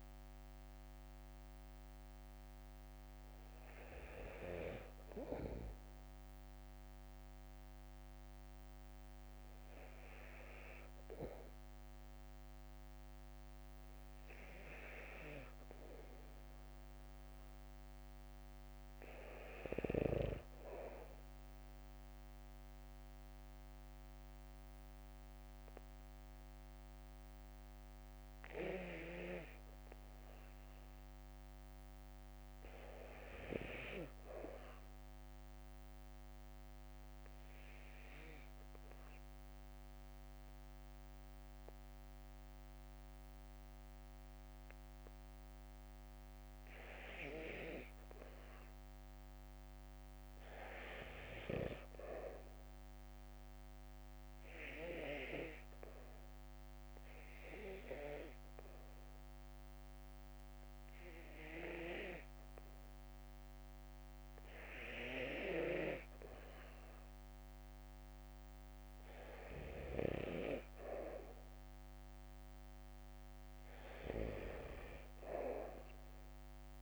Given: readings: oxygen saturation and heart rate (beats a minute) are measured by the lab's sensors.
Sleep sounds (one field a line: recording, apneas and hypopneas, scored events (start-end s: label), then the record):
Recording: breathing in sleep by a microphone on the trachea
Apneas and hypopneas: 3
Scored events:
0.00-72.50 s: bradycardia (device-marked, heart rate 49 extreme)
5.50-17.50 s: hypopnea (oxygen 97% before, 94% lowest, heart rate 60 before, 51 extreme)
10.50-16.50 s: oxygen desaturation (device-marked, oxygen 97% before, 94% lowest, heart rate 60 before, 51 extreme)
21.00-25.50 s: arousal
34.50-44.50 s: obstructive apnea (oxygen 98% before, 89% lowest, heart rate 54 before, 49 extreme, up 0 after)
37.50-51.50 s: oxygen desaturation (device-marked, oxygen 98% before, 94% lowest, heart rate 53 before, 49 extreme)
38.50-58.50 s: drop in pulse transit time (device-marked, heart rate 53 before, 49 extreme)
47.00-50.00 s: arousal
54.00-66.00 s: obstructive apnea (oxygen 98% before, 89% lowest, heart rate 51 before, 53 extreme, up 6 after)
70.00-74.00 s: arousal
From the record:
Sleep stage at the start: N2 (light sleep)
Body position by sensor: on the back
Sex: male